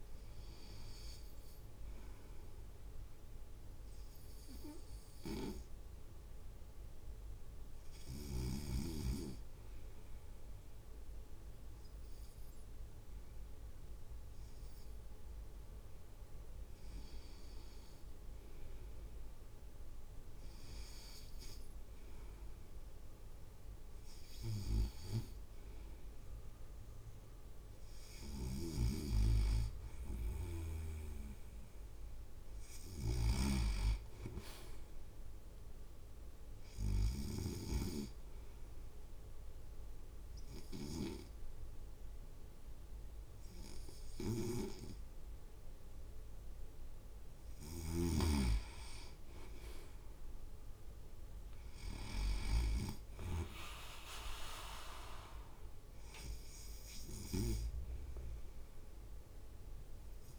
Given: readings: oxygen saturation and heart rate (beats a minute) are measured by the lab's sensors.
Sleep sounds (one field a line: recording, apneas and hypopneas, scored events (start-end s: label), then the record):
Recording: breathing in sleep by a room microphone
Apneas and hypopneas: 2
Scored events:
3.00-19.00 s: oxygen desaturation (device-marked, oxygen 98% before, 95% lowest)
4.50-16.50 s: hypopnea (oxygen 99% before, 95% lowest)
27.50-32.00 s: arousal
28.50-48.00 s: snoring (device-marked)
38.50-49.00 s: obstructive apnea (oxygen 97% before, 95% lowest)
51.00-54.50 s: arousal
From the record:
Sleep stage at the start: N2 (light sleep)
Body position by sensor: on the right side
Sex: male